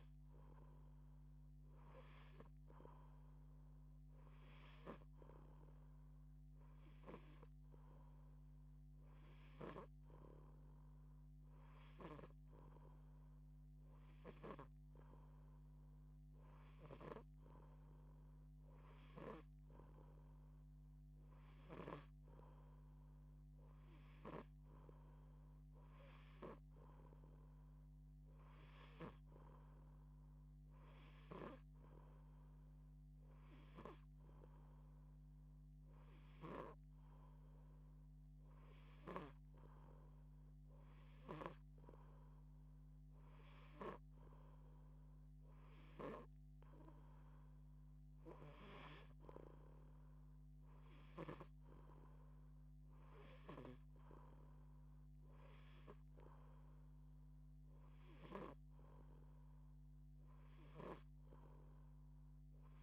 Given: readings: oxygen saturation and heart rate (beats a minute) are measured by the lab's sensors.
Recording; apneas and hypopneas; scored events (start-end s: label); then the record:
breathing in sleep by a microphone on the trachea; none
9.00-14.00 s: snoring (device-marked)
23.50-28.50 s: snoring (device-marked)
30.50-39.00 s: snoring (device-marked)
53.00-58.00 s: snoring (device-marked)
From the record:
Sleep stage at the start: N2 (light sleep); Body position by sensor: on the back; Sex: female